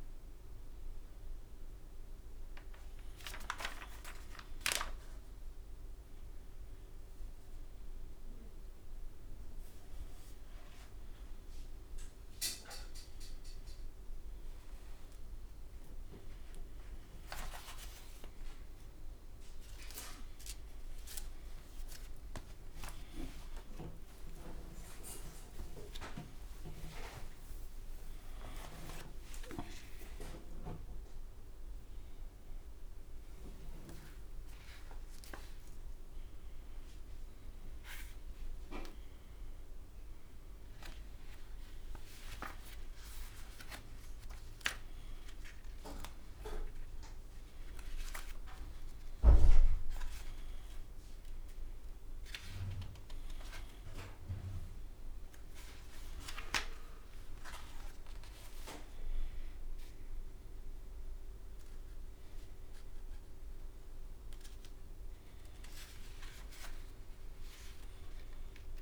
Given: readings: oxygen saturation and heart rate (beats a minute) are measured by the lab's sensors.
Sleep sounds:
a person awake in a sleep study, by a room microphone; none
2.00-4.00 s: long interval between heartbeats (device-marked)
14.00-16.00 s: long interval between heartbeats (device-marked)
16.50-18.50 s: long interval between heartbeats (device-marked)
33.50-35.50 s: long interval between heartbeats (device-marked, heart rate 34 before, 81 extreme)
34.00-36.00 s: drop in pulse transit time (device-marked, heart rate 38 before, 73 extreme)
36.50-38.50 s: long interval between heartbeats (device-marked, heart rate 44 before, 75 extreme)
42.00-51.00 s: drop in pulse transit time (device-marked, heart rate 58 before, 49 extreme)
43.50-45.50 s: long interval between heartbeats (device-marked, heart rate 60 before, 51 extreme)
49.00-51.00 s: long interval between heartbeats (device-marked, heart rate 65 before, 52 extreme)
57.50-59.50 s: long interval between heartbeats (device-marked, heart rate 52 before, 53 extreme)
63.00-66.00 s: drop in pulse transit time (device-marked, heart rate 51 before, 37 extreme)
From the record:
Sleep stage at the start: awake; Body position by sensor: on the right side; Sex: male

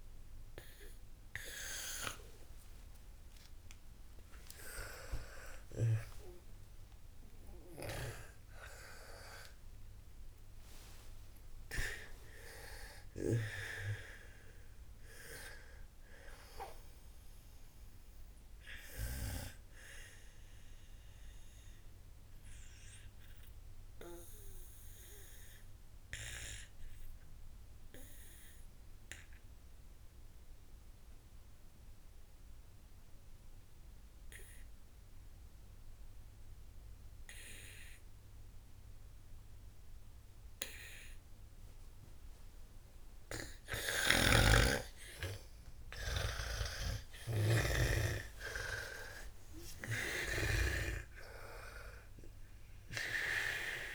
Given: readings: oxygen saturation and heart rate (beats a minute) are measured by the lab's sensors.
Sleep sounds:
breathing in sleep by a room microphone; 1
8.00-11.50 s: arousal
8.00-20.00 s: snoring (device-marked)
19.50-44.00 s: obstructive apnea (oxygen 99% before, 92% lowest, heart rate 107 before, 55 extreme, up 32 after)
43.50-53.95 s: oxygen desaturation (device-marked, oxygen 98% before, 92% lowest, heart rate 58 before, 56 extreme)
44.50-48.50 s: snoring (device-marked)
46.00-51.50 s: arousal
50.50-53.95 s: snoring (device-marked)
From the record:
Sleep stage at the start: N2 (light sleep); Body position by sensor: on the back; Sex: female

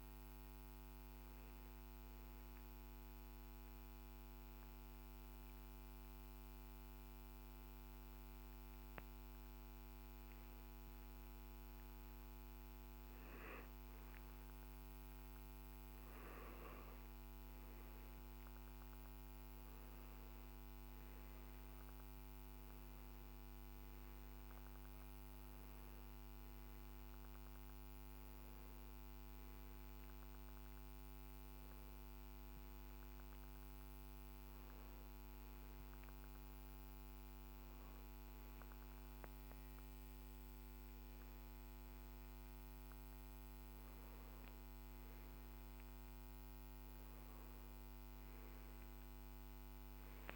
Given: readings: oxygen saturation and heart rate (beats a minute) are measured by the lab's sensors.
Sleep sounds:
breathing in sleep, hard to hear, by a microphone on the trachea; 2
4.50-16.50 s: obstructive apnea (oxygen 96% before, 92% lowest, heart rate 69 before, 55 extreme, up 9 after)
19.00-40.00 s: oxygen desaturation (device-marked, oxygen 98% before, 92% lowest, heart rate 60 before, 56 extreme)
19.50-23.00 s: arousal
32.00-43.50 s: hypopnea (oxygen 98% before, 93% lowest, heart rate 60 before, 56 extreme, up 10 after)
From the record:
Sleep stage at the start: N2 (light sleep); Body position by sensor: on the back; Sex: male

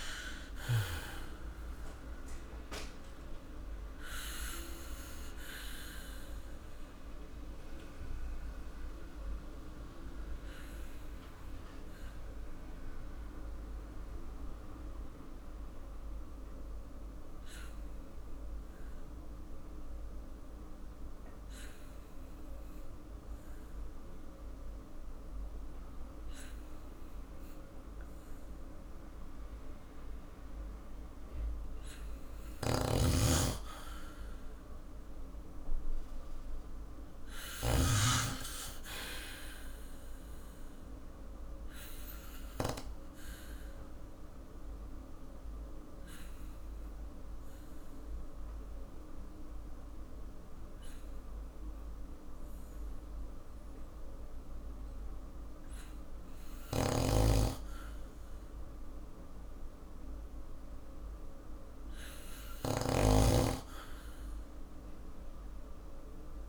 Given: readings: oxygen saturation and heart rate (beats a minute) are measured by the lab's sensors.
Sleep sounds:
breathing in sleep by a room microphone; 2
4.50-30.50 s: obstructive apnea (oxygen 98% before, 92% lowest, heart rate 57 before, 50 extreme, up 4 after)
26.00-37.00 s: oxygen desaturation (device-marked, oxygen 95% before, 92% lowest, heart rate 52 before, 51 extreme)
32.00-37.50 s: snoring (device-marked)
34.50-37.50 s: arousal
42.00-55.00 s: obstructive apnea (oxygen 98% before, 94% lowest, heart rate 52 before, 51 extreme, up 0 after)
58.00-61.50 s: arousal
62.50-66.48 s: snoring (device-marked)
From the record:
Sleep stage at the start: N2 (light sleep); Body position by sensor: on the back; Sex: male

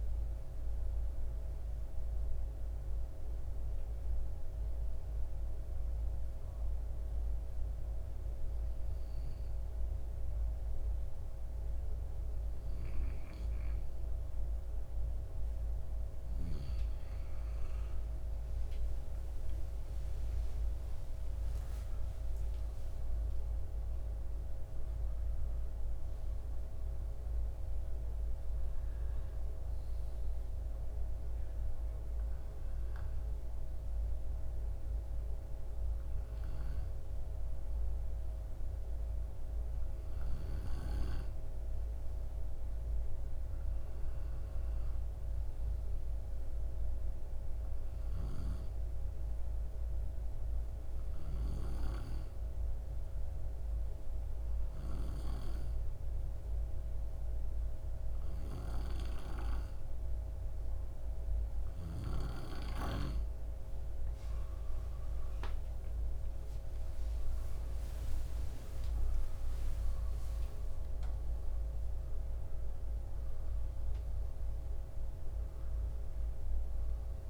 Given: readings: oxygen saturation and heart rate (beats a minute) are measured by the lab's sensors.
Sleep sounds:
breathing in sleep, hard to hear, by a room microphone; 2
0.50-16.00 s: mixed apnea (oxygen 95% before, 91% lowest)
19.50-23.00 s: arousal
29.00-46.00 s: oxygen desaturation (device-marked, oxygen 97% before, 91% lowest)
50.50-62.00 s: obstructive apnea (oxygen 97% before, 90% lowest)
68.00-72.00 s: arousal
From the record:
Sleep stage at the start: N2 (light sleep); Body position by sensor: on the left side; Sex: male

